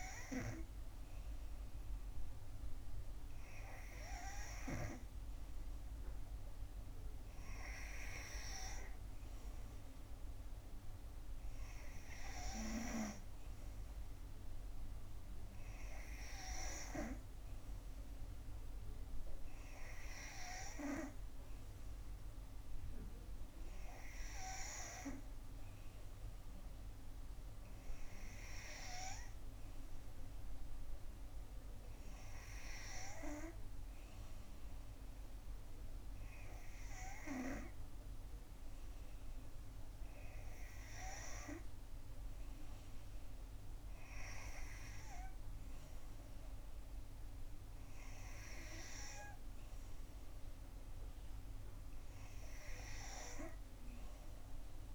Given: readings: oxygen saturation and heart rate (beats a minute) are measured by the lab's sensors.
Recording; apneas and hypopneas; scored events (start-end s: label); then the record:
breathing in sleep by a room microphone; none
none scored
From the record:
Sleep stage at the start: N3 (deep sleep); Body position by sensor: on the back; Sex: female